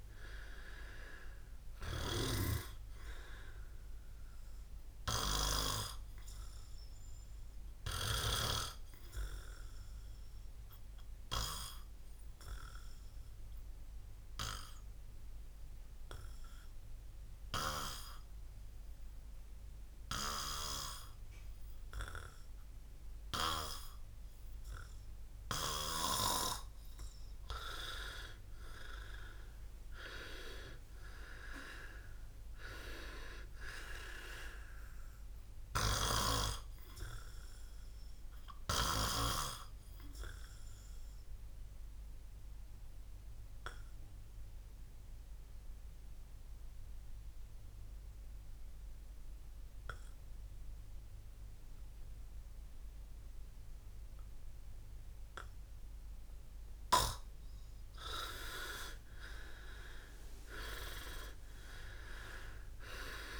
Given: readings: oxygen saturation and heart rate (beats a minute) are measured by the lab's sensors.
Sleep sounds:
breathing in sleep by a room microphone; 2
5.50-26.50 s: obstructive apnea (oxygen 100% before, 91% lowest, heart rate 71 before, 60 extreme, up 14 after)
7.00-14.00 s: oxygen desaturation (device-marked, oxygen 99% before, 94% lowest, heart rate 71 before, 60 extreme)
28.00-32.50 s: arousal
36.50-57.50 s: obstructive apnea (oxygen 100% before, 91% lowest, heart rate 66 before, 61 extreme, up 15 after)
39.00-44.00 s: oxygen desaturation (device-marked, oxygen 100% before, 96% lowest, heart rate 66 before, 63 extreme)
59.50-63.40 s: arousal
From the record:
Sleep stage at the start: N2 (light sleep); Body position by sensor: on the back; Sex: male

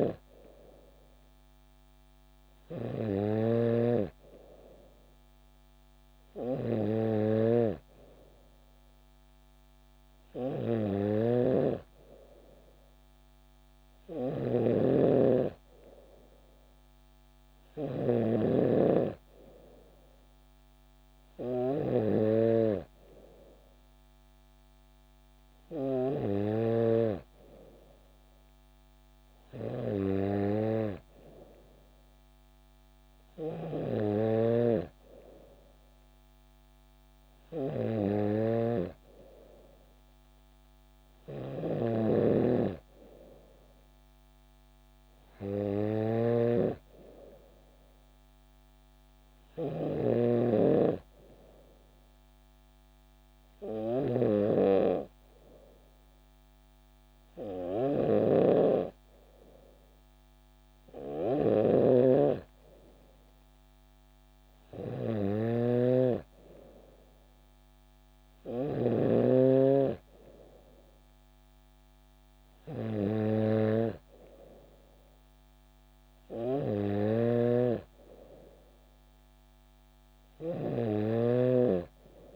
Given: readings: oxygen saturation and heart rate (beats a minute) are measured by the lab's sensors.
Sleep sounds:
breathing in sleep by a microphone on the trachea; none
0.00-18.50 s: snoring (device-marked)
42.00-54.50 s: snoring (device-marked)
61.50-69.00 s: snoring (device-marked)
77.00-81.50 s: snoring (device-marked)
From the record:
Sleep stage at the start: N3 (deep sleep); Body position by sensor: on the back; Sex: female

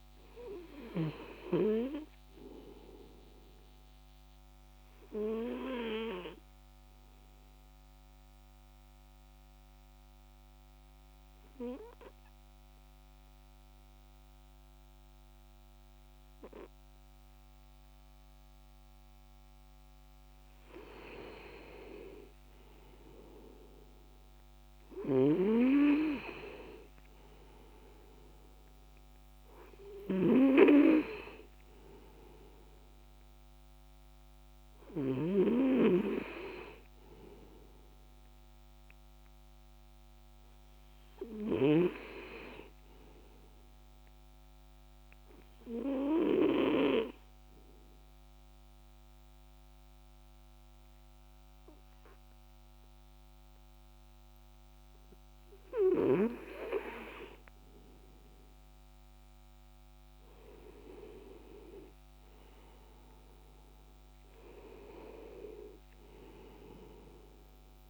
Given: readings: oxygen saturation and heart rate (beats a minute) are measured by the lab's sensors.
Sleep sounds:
breathing in sleep by a microphone on the trachea; 2
3.50-19.50 s: obstructive apnea (oxygen 97% before, 95% lowest, heart rate 69 before, 59 extreme, up 33 after)
21.50-24.50 s: arousal
43.00-56.50 s: obstructive apnea (oxygen 98% before, 94% lowest, heart rate 80 before, 63 extreme, up 16 after)
58.00-62.50 s: arousal
From the record:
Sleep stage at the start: N2 (light sleep); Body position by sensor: on the right side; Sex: male

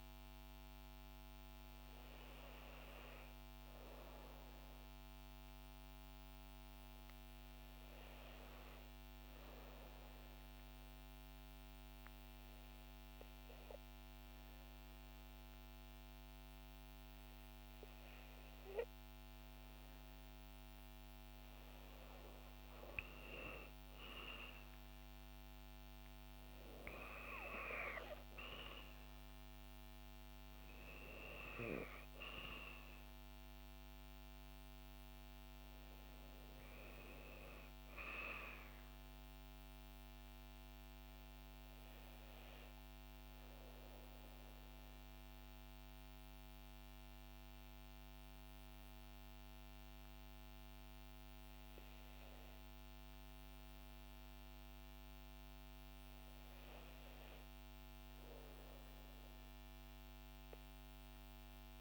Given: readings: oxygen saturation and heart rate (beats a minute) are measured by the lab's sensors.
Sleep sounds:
breathing in sleep by a microphone on the trachea; 2
9.50-20.50 s: hypopnea (oxygen 94% before, 89% lowest, heart rate 59 before, 57 extreme, up 6 after)
23.50-27.50 s: arousal
28.00-45.00 s: oxygen desaturation (device-marked, oxygen 92% before, 89% lowest, heart rate 61 before, 57 extreme)
43.50-56.50 s: obstructive apnea (oxygen 93% before, 90% lowest, heart rate 62 before, 60 extreme, up 1 after)
58.50-61.81 s: arousal
From the record:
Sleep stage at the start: N2 (light sleep); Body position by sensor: on the back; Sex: female

